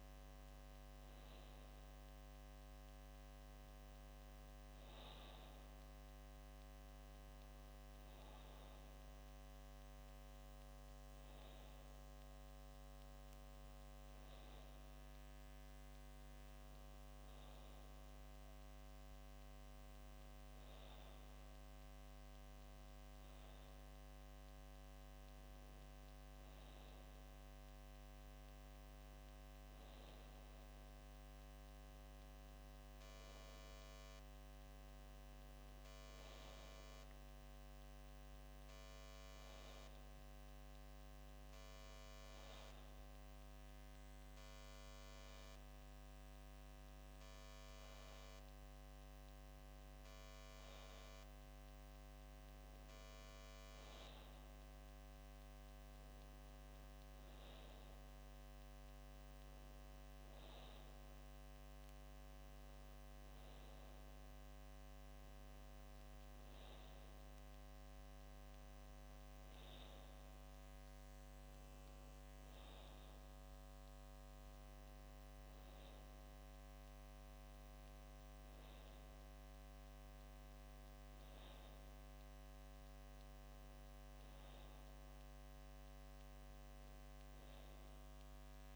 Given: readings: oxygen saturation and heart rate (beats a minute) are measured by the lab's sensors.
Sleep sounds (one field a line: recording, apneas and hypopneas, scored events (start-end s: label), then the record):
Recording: breathing in sleep, hard to hear, by a microphone on the trachea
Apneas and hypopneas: none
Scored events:
none scored
From the record:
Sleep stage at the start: N2 (light sleep)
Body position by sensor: on the back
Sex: male